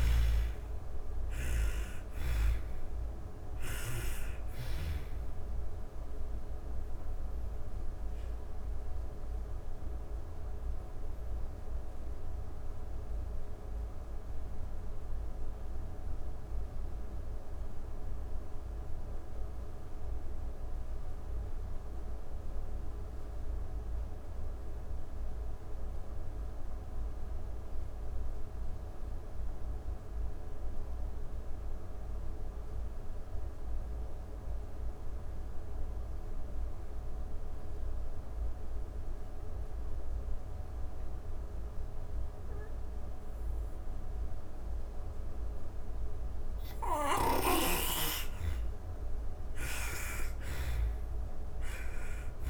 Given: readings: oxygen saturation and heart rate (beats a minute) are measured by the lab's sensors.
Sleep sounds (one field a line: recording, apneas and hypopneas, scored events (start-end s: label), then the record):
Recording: breathing in sleep by a room microphone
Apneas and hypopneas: 1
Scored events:
0.00-1.00 s: snoring (device-marked)
0.00-27.50 s: oxygen desaturation (device-marked, oxygen 80% lowest)
10.50-45.00 s: obstructive apnea (oxygen 98% before, 76% lowest)
41.50-52.50 s: oxygen desaturation (device-marked, oxygen 98% before, 76% lowest)
45.50-52.50 s: snoring (device-marked)
46.50-50.00 s: arousal
From the record:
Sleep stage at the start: N2 (light sleep)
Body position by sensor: on the back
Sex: female